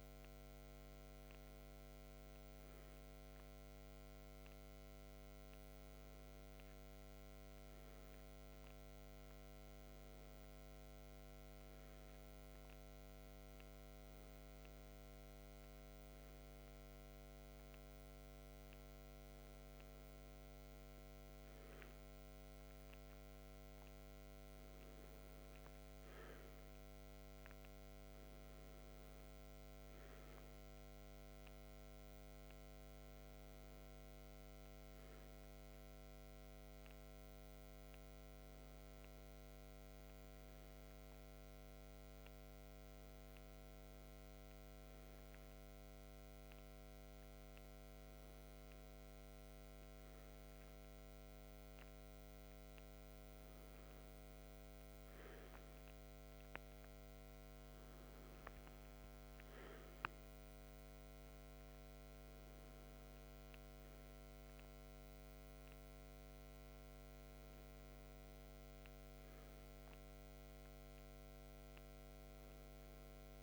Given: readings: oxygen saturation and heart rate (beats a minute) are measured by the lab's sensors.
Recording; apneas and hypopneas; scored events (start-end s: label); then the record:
breathing in sleep, hard to hear, by a microphone on the trachea; none
none scored
From the record:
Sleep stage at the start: N2 (light sleep); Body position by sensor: on the left side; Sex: male